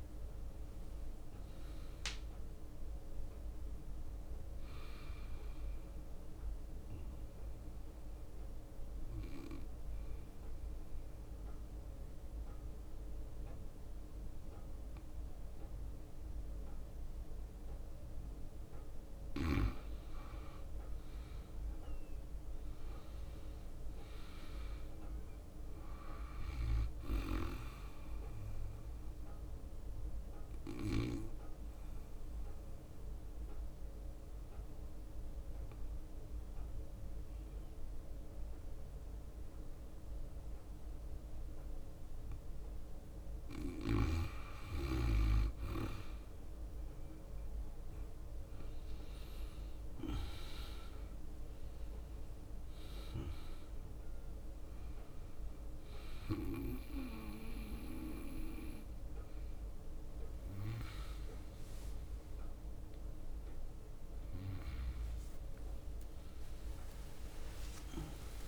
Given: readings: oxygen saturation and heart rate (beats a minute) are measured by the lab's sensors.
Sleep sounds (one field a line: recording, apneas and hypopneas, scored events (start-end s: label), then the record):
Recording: breathing in sleep by a room microphone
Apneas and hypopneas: 2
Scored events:
0.00-2.00 s: leg movement (device-marked)
0.00-21.00 s: oxygen desaturation (device-marked, oxygen 92% lowest, heart rate 61 extreme)
2.50-3.50 s: leg movement (device-marked)
6.50-19.00 s: obstructive apnea (oxygen 96% before, 92% lowest, heart rate 65 before, 61 extreme, up 5 after)
20.50-25.50 s: leg movement (device-marked)
21.00-24.50 s: arousal
28.50-43.00 s: obstructive apnea (oxygen 99% before, 92% lowest, heart rate 63 before, 61 extreme, up 4 after)
29.00-39.00 s: oxygen desaturation (device-marked, oxygen 99% before, 95% lowest, heart rate 63 before, 61 extreme)
38.00-51.00 s: drop in pulse transit time (device-marked, heart rate 63 before, 61 extreme)
49.00-57.50 s: leg movement (device-marked)
49.00-68.00 s: oxygen desaturation (device-marked, oxygen 98% before, 92% lowest, heart rate 62 before, 64 extreme)
58.00-68.48 s: new sleep stage, awake
59.50-63.00 s: leg movement (device-marked)
64.00-68.48 s: tachycardia (device-marked, heart rate 64 before, 188 extreme)
65.00-67.00 s: long interval between heartbeats (device-marked, heart rate 65 before, 76 extreme)
67.00-68.48 s: long interval between heartbeats (device-marked, heart rate 67 before, 107 extreme)
From the record:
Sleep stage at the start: N2 (light sleep)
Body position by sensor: on the back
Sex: male